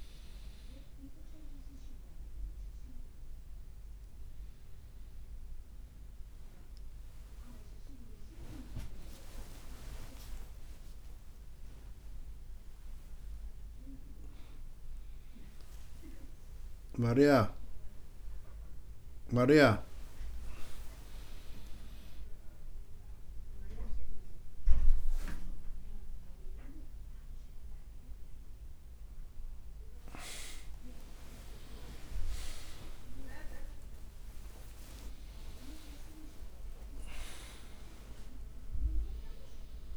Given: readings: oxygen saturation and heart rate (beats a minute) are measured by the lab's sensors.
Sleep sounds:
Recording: a person awake in a sleep study, by a room microphone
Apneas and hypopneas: none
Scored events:
24.00-26.50 s: leg movement (device-marked)
From the record:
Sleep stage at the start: awake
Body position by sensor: on the front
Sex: male

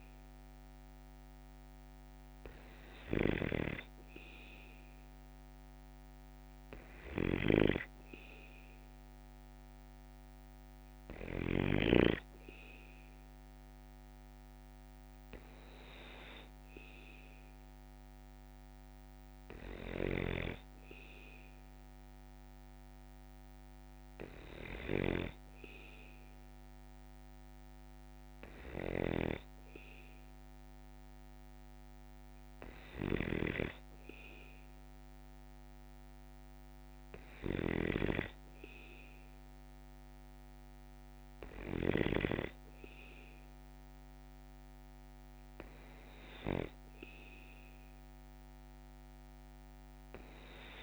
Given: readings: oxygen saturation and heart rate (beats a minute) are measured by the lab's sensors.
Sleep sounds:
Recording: breathing in sleep by a microphone on the trachea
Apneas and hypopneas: none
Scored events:
none scored
From the record:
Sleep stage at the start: N2 (light sleep)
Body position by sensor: on the back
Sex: male

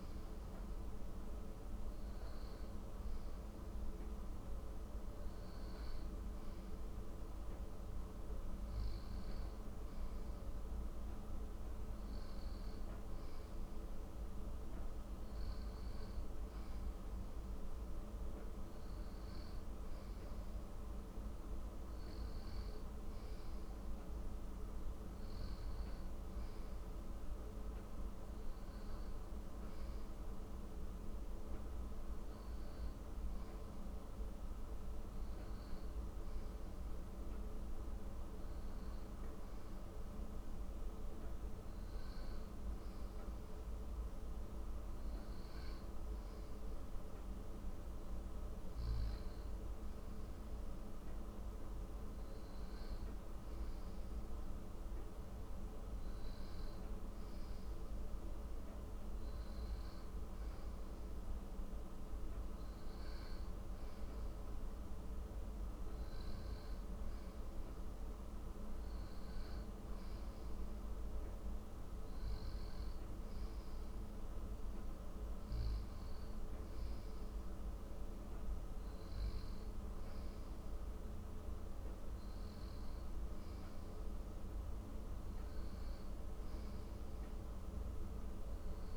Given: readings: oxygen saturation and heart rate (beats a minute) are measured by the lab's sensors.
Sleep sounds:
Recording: breathing in sleep, hard to hear, by a room microphone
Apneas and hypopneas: none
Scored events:
27.00-88.96 s: new sleep stage, N1 (lightest sleep)
From the record:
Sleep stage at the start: N2 (light sleep)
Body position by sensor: on the back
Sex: male

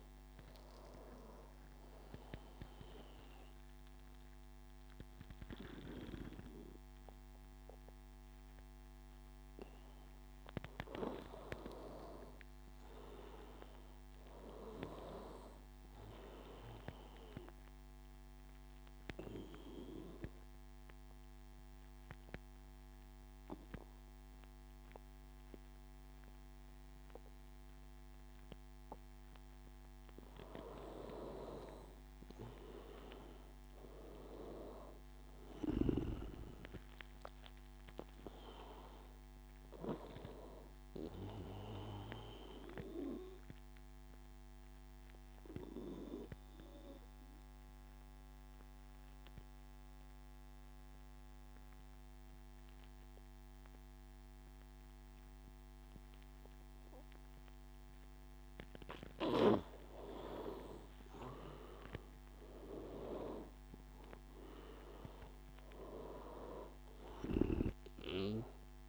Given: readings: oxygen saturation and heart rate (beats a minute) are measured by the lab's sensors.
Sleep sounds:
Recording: breathing in sleep by a microphone on the trachea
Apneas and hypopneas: 3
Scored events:
0.00-11.50 s: oxygen desaturation (device-marked, oxygen 91% lowest, heart rate 82 extreme)
2.00-12.00 s: obstructive apnea (oxygen 97% before, 91% lowest, heart rate 88 before, 82 extreme, up 9 after)
13.00-16.00 s: arousal
18.50-30.00 s: obstructive apnea (oxygen 97% before, 89% lowest, heart rate 88 before, 79 extreme, up 6 after)
31.50-35.50 s: arousal
40.50-54.50 s: oxygen desaturation (device-marked, oxygen 97% before, 91% lowest, heart rate 89 before, 79 extreme)
43.50-59.50 s: obstructive apnea (oxygen 97% before, 89% lowest, heart rate 90 before, 79 extreme, up 12 after)
60.50-64.00 s: arousal
62.50-68.89 s: oxygen desaturation (device-marked, oxygen 97% before, 89% lowest, heart rate 85 before, 83 extreme)
From the record:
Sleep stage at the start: N2 (light sleep)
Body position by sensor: on the back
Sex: male

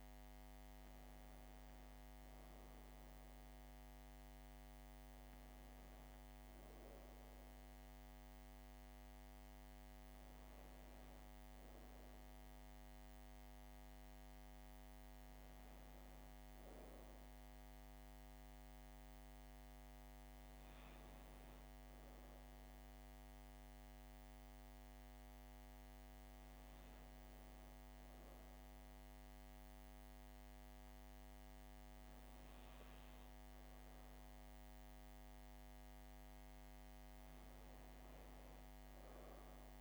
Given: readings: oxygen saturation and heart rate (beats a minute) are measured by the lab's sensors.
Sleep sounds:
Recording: a person partly awake in a sleep study, hard to hear, by a microphone on the trachea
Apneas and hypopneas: none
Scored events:
3.00-39.81 s: new sleep stage, N1 (lightest sleep)
From the record:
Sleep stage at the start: awake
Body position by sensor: on the back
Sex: female

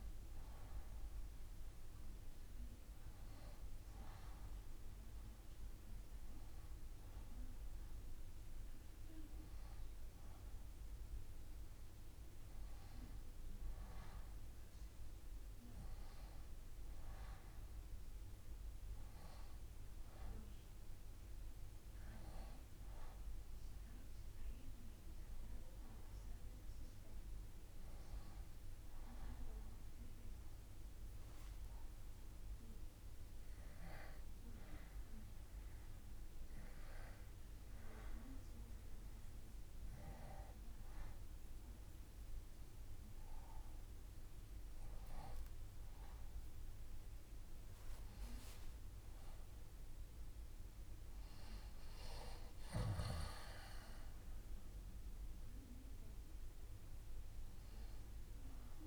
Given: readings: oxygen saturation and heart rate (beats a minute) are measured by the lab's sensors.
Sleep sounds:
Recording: breathing in sleep by a room microphone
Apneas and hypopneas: none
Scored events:
none scored
From the record:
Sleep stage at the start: N2 (light sleep)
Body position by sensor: on the left side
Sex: female

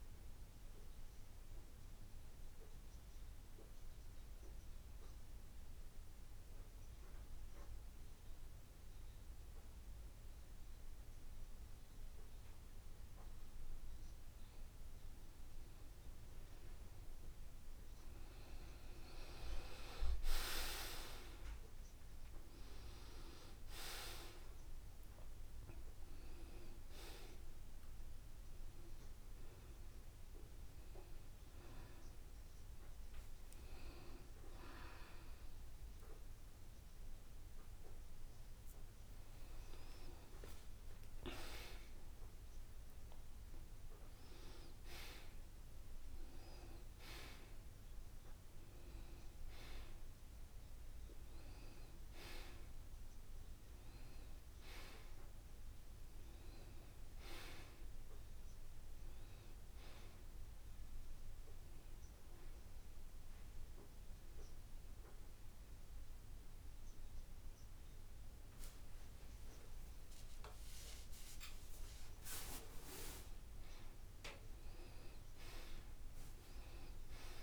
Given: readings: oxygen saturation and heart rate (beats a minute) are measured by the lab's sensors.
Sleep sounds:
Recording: breathing in sleep by a room microphone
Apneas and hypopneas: 2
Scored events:
1.50-15.50 s: obstructive apnea (oxygen 93% before, 88% lowest, heart rate 76 before, 71 extreme, up 3 after)
14.50-42.50 s: oxygen desaturation (device-marked, oxygen 93% before, 88% lowest, heart rate 75 before, 71 extreme)
18.50-22.00 s: arousal
56.00-59.50 s: arousal
61.50-73.00 s: hypopnea (oxygen 96% before, 89% lowest, heart rate 77 before, 72 extreme, up 4 after)
74.00-77.43 s: arousal
From the record:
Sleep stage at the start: N2 (light sleep)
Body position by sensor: on the back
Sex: male

